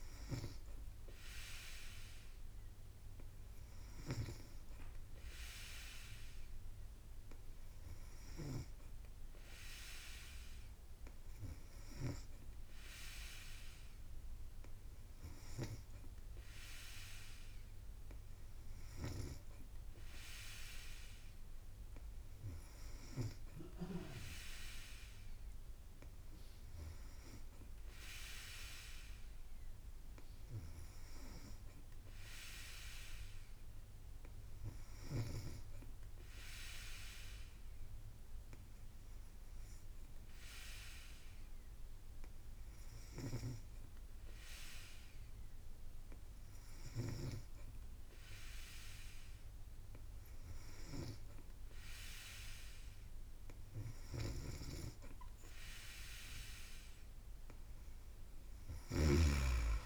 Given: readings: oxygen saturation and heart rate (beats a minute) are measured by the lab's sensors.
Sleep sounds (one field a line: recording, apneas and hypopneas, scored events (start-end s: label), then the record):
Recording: breathing in sleep by a room microphone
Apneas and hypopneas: 1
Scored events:
35.00-48.00 s: hypopnea (oxygen 94% before, 90% lowest, heart rate 57 before, 56 extreme, up 1 after)
43.00-47.50 s: snoring (device-marked)
54.00-59.50 s: snoring (device-marked)
From the record:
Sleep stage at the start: N3 (deep sleep)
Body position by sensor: on the back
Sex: female